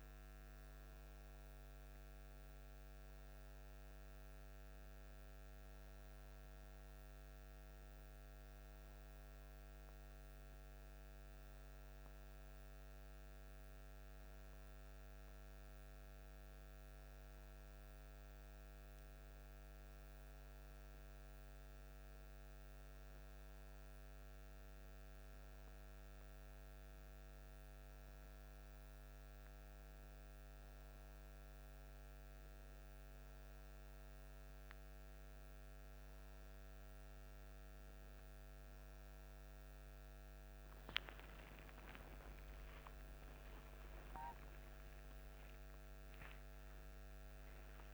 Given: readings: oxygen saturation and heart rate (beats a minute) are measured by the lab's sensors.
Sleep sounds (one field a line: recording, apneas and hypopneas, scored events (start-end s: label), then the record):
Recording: breathing in sleep, hard to hear, by a microphone on the trachea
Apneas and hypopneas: none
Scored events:
42.00-47.00 s: arousal
From the record:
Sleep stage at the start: N2 (light sleep)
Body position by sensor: on the back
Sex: male